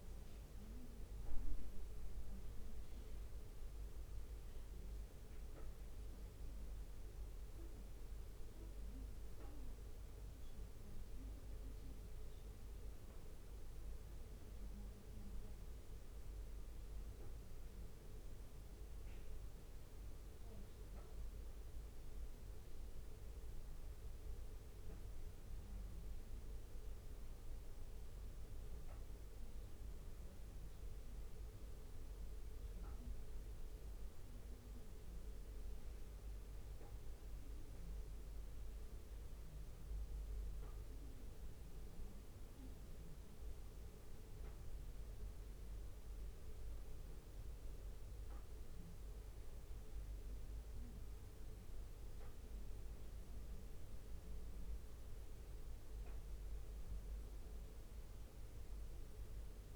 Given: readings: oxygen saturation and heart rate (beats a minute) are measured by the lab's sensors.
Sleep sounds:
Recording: a person awake in a sleep study, hard to hear, by a room microphone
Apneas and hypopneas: none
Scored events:
none scored
From the record:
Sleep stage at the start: awake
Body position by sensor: on the back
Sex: male

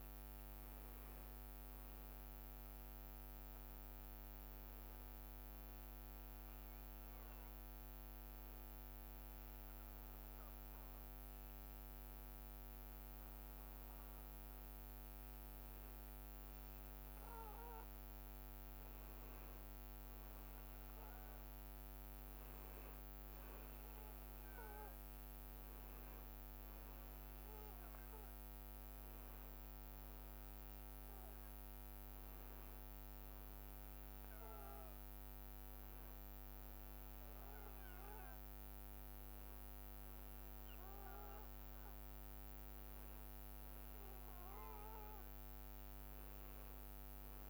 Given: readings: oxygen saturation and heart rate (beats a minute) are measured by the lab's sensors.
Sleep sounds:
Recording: breathing in sleep, hard to hear, by a microphone on the trachea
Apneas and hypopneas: 1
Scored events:
6.50-47.50 s: new sleep stage, N2 (light sleep)
7.50-18.50 s: hypopnea (oxygen 98% before, 95% lowest, heart rate 69 before, 65 extreme, up 10 after)
23.50-27.50 s: arousal
31.50-41.50 s: leg movement (device-marked)
From the record:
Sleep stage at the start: N1 (lightest sleep)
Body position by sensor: on the back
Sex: male

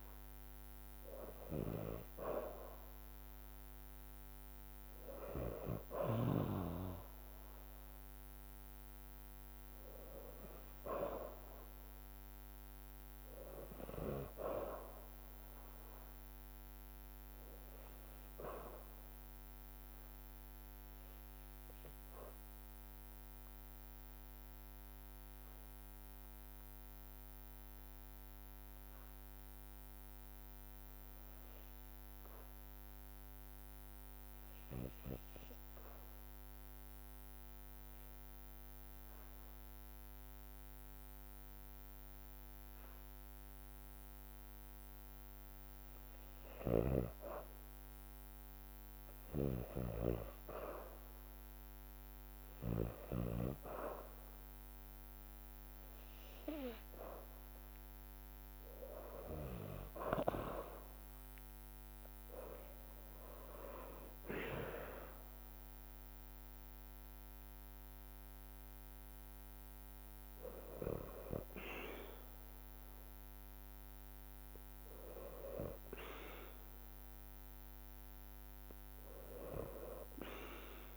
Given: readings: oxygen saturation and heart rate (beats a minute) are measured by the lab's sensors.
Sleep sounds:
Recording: breathing in sleep by a microphone on the trachea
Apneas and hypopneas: 1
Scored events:
0.00-5.00 s: drop in pulse transit time (device-marked, heart rate 60 extreme)
0.00-12.00 s: oxygen desaturation (device-marked, oxygen 87% lowest, heart rate 55 extreme)
15.50-19.50 s: arousal
21.50-45.00 s: hypopnea (oxygen 97% before, 77% lowest, heart rate 60 before, 55 extreme, up 4 after)
25.00-34.00 s: drop in pulse transit time (device-marked, heart rate 59 before, 55 extreme)
46.50-50.00 s: snoring (device-marked)
48.00-80.97 s: oxygen desaturation (device-marked, oxygen 98% before, 77% lowest, heart rate 55 before, 54 extreme)
50.00-54.00 s: arousal
64.00-80.97 s: drop in pulse transit time (device-marked, heart rate 59 before, 55 extreme)
From the record:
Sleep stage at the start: N2 (light sleep)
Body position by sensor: on the back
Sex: female

